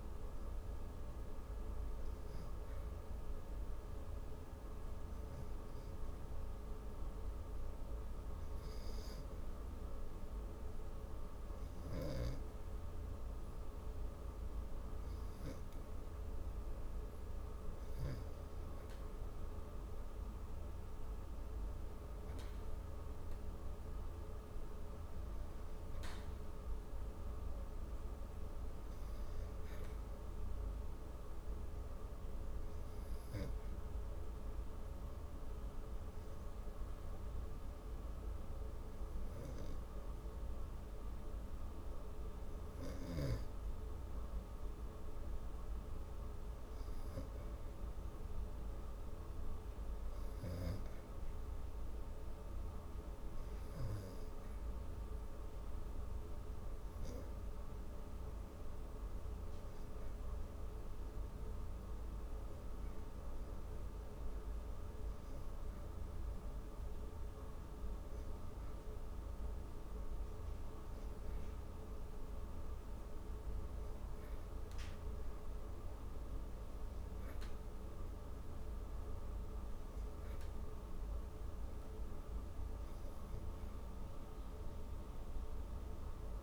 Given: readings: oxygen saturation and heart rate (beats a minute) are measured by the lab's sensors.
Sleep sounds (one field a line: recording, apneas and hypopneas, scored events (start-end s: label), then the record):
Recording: breathing in sleep, hard to hear, by a room microphone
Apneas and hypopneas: 2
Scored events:
3.00-16.50 s: hypopnea (oxygen 95% before, 90% lowest)
19.00-21.50 s: arousal
32.50-42.50 s: obstructive apnea (oxygen 92% before, 90% lowest)
45.00-49.00 s: arousal
77.00-80.00 s: arousal
From the record:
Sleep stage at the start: REM sleep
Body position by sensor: on the back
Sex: female